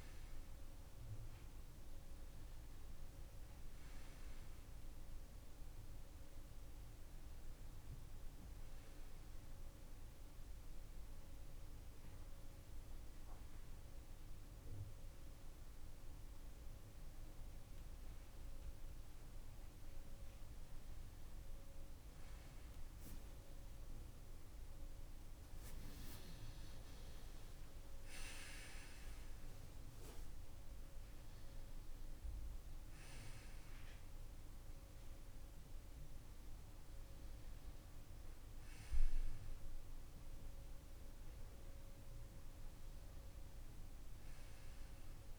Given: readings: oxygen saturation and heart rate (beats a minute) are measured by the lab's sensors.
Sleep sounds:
breathing in sleep, hard to hear, by a room microphone; none
none scored
From the record:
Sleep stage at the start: N2 (light sleep); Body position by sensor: upright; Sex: male

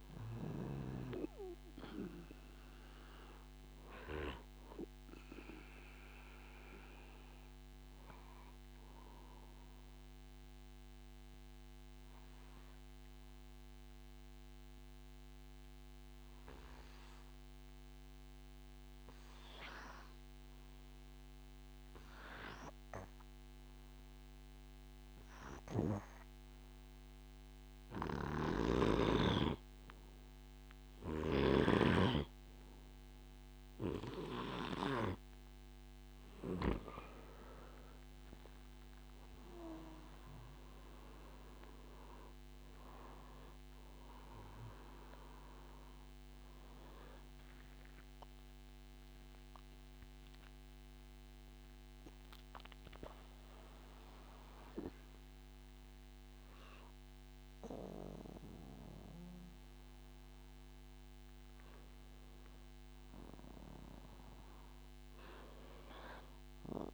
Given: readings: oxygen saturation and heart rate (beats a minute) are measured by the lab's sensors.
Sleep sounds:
breathing in sleep by a microphone on the trachea; 1
0.00-7.50 s: oxygen desaturation (device-marked, oxygen 90% lowest, heart rate 69 extreme)
11.00-29.50 s: obstructive apnea (oxygen 94% before, 91% lowest, heart rate 82 before, 70 extreme, up 4 after)
31.50-35.00 s: arousal
33.50-51.50 s: oxygen desaturation (device-marked, oxygen 99% before, 91% lowest, heart rate 71 before, 75 extreme)
From the record:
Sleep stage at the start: N2 (light sleep); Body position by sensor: on the back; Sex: male

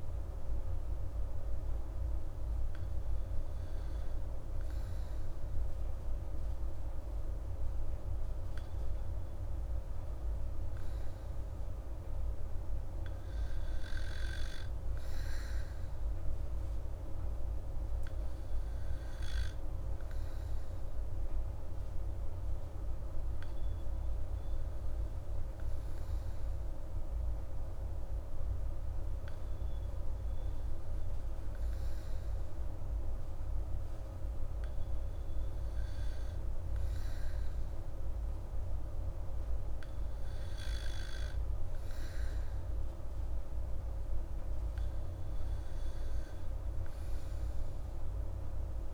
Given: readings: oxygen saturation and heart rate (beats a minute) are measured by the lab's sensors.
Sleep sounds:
breathing in sleep, hard to hear, by a room microphone; none
none scored
From the record:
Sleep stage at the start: N2 (light sleep); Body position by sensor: on the back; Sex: female

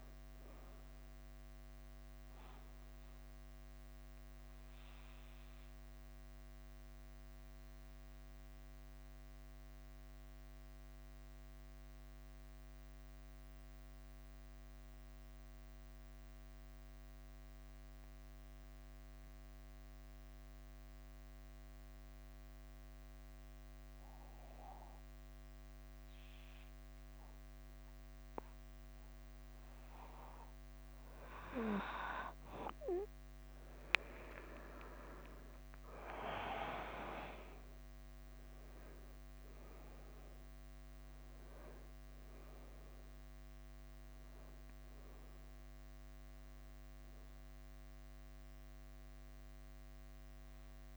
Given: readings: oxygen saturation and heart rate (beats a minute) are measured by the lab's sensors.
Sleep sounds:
breathing in sleep by a microphone on the trachea; 1
0.00-50.97 s: bradycardia (device-marked, heart rate 46 extreme)
3.00-30.00 s: obstructive apnea (oxygen 99% before, 93% lowest, heart rate 52 before, 47 extreme, up 6 after)
12.50-24.50 s: oxygen desaturation (device-marked, oxygen 96% before, 93% lowest, heart rate 51 before, 49 extreme)
34.50-38.50 s: arousal
38.50-50.97 s: oxygen desaturation (device-marked, oxygen 99% before, 94% lowest, heart rate 50 before, 49 extreme)
From the record:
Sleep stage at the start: N2 (light sleep); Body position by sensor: on the back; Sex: male

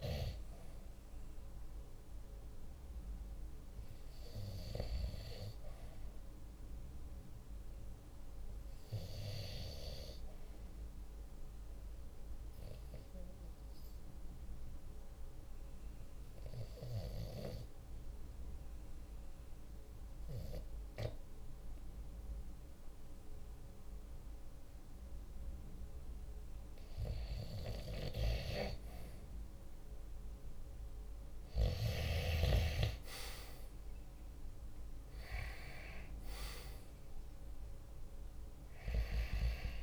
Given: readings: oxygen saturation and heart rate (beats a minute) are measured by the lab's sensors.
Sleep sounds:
breathing in sleep by a room microphone; 1
10.50-25.00 s: obstructive apnea (oxygen 95% before, 92% lowest, heart rate 48 before, 46 extreme, up 2 after)
27.00-31.50 s: arousal
From the record:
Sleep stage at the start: REM sleep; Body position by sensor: on the right side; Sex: male

